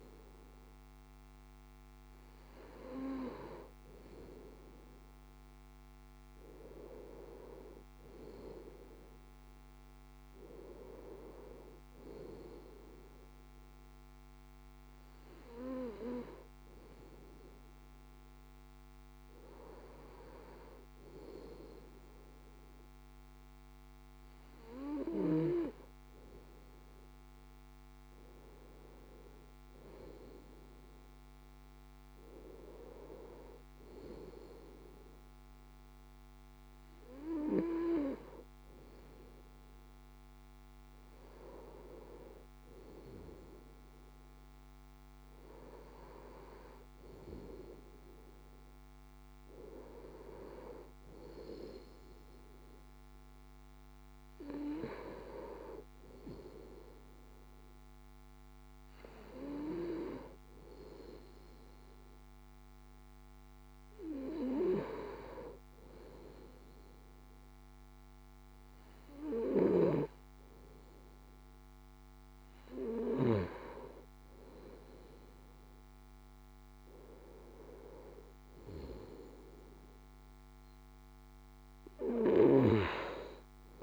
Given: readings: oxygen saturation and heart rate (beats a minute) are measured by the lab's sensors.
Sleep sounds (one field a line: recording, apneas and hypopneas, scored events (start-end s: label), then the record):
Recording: breathing in sleep by a microphone on the trachea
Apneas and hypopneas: none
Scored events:
none scored
From the record:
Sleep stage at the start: N2 (light sleep)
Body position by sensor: on the left side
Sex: male